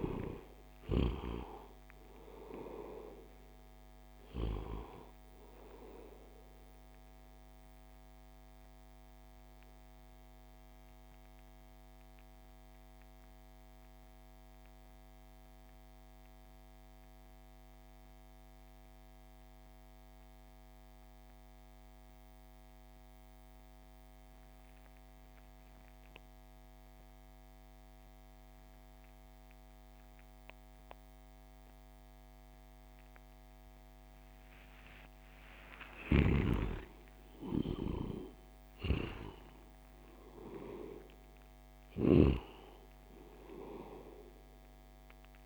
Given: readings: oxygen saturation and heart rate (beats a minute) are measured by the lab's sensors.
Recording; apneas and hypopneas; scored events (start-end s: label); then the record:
breathing in sleep by a microphone on the trachea; 1
0.00-21.50 s: oxygen desaturation (device-marked, oxygen 66% lowest)
7.50-34.50 s: mixed apnea (oxygen 95% before, 66% lowest)
32.50-45.46 s: oxygen desaturation (device-marked, oxygen 98% before, 75% lowest)
35.50-39.00 s: arousal
35.50-42.00 s: snoring (device-marked)
From the record:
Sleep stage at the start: REM sleep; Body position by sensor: on the back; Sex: male